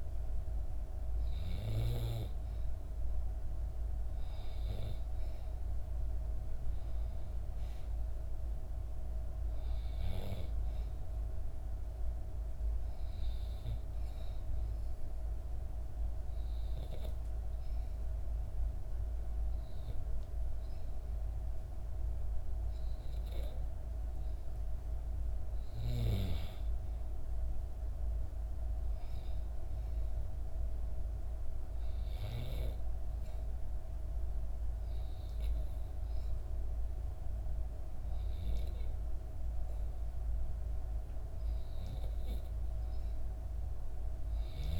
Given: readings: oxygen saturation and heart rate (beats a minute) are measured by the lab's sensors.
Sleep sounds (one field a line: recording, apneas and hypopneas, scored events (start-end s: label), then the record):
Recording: breathing in sleep by a room microphone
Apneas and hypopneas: 1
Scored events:
14.00-25.00 s: obstructive apnea (oxygen 94% before, 93% lowest, heart rate 66 before, 64 extreme, up 2 after)
27.00-30.50 s: arousal
From the record:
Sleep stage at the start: N2 (light sleep)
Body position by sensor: on the back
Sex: female